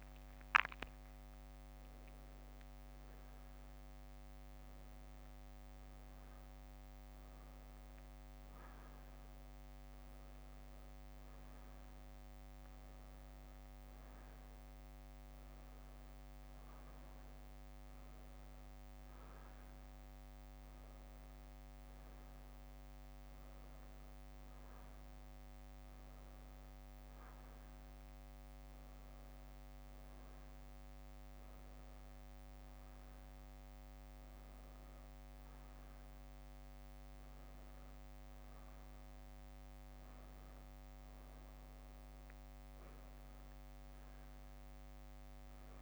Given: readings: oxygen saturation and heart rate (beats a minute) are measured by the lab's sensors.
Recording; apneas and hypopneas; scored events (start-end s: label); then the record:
breathing in sleep, hard to hear, by a microphone on the trachea; none
0.50-4.50 s: arousal
21.00-26.00 s: leg movement (device-marked)
From the record:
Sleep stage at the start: N1 (lightest sleep); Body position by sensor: on the back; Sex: female